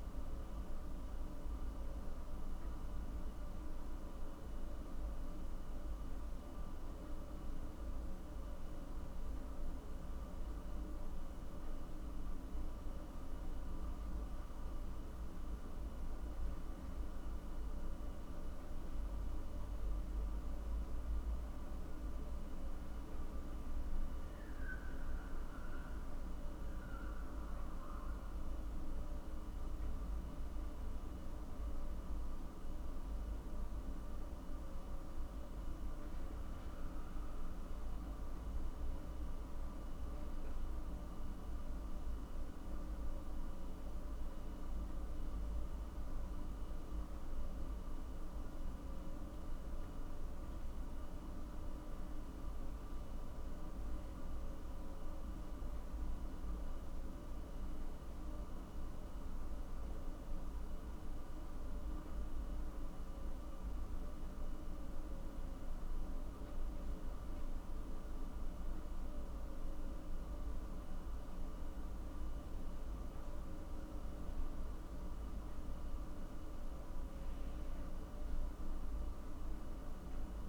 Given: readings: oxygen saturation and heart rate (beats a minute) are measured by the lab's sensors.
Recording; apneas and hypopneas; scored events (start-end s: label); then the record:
a person partly awake in a sleep study, hard to hear, by a room microphone; none
0.50-80.48 s: new sleep stage, N1 (lightest sleep)
From the record:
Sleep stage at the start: awake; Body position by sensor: on the back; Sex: male